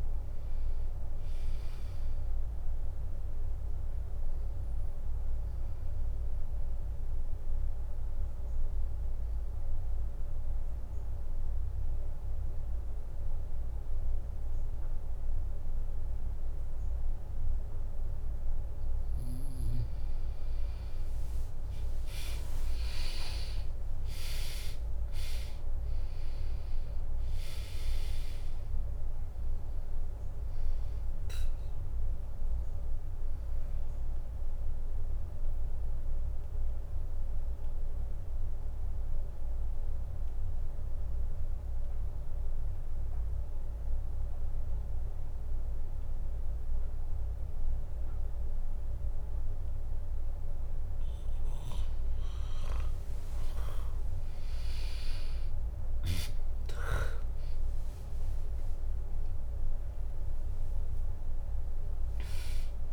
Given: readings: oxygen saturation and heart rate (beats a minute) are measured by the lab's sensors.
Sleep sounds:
breathing in sleep by a room microphone; 2
0.00-5.00 s: drop in pulse transit time (device-marked, heart rate 64 extreme)
4.50-19.00 s: obstructive apnea (oxygen 99% before, 95% lowest, heart rate 67 before, 63 extreme)
21.50-25.50 s: arousal
23.00-34.00 s: drop in pulse transit time (device-marked, heart rate 66 before, 63 extreme)
32.50-51.00 s: obstructive apnea (oxygen 99% before, 95% lowest, heart rate 65 before, 61 extreme, up 1 after)
54.00-57.50 s: arousal
56.00-62.92 s: drop in pulse transit time (device-marked, heart rate 65 before, 62 extreme)
60.00-62.92 s: oxygen desaturation (device-marked, oxygen 99% before, 95% lowest, heart rate 64 before, 59 extreme)
From the record:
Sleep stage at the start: N2 (light sleep); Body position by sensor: on the back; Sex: female

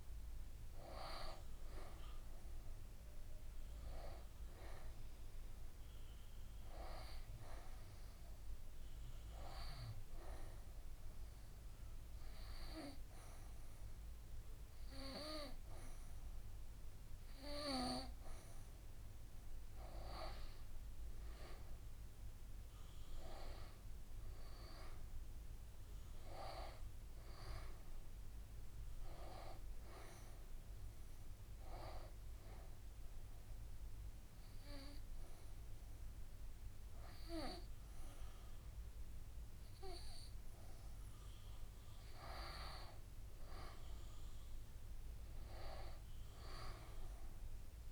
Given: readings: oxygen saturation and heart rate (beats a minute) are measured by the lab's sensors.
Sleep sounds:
breathing in sleep by a room microphone; 2
6.00-18.50 s: hypopnea (oxygen 92% before, 88% lowest, heart rate 78 before, 73 extreme, up 4 after)
21.50-26.50 s: arousal
27.50-42.50 s: oxygen desaturation (device-marked, oxygen 94% before, 88% lowest, heart rate 75 before, 73 extreme)
31.50-42.50 s: obstructive apnea (oxygen 94% before, 88% lowest, heart rate 76 before, 73 extreme, up 4 after)
44.50-47.92 s: arousal
From the record:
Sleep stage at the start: N2 (light sleep); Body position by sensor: on the right side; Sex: female

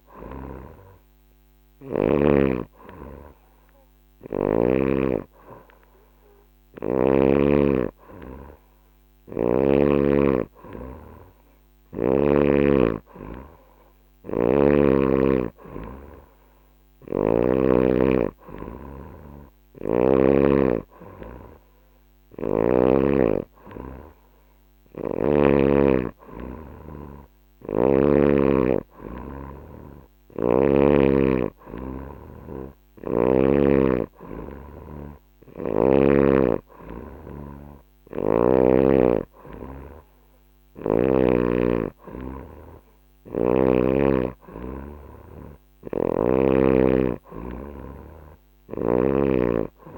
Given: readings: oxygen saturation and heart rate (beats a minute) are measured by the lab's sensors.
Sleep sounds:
breathing in sleep by a microphone on the trachea; none
0.00-6.50 s: snoring (device-marked)
8.50-12.00 s: snoring (device-marked)
19.00-22.50 s: snoring (device-marked)
29.50-33.00 s: snoring (device-marked)
42.50-46.00 s: snoring (device-marked)
48.00-49.97 s: snoring (device-marked)
From the record:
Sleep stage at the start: N3 (deep sleep); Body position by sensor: on the back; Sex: female

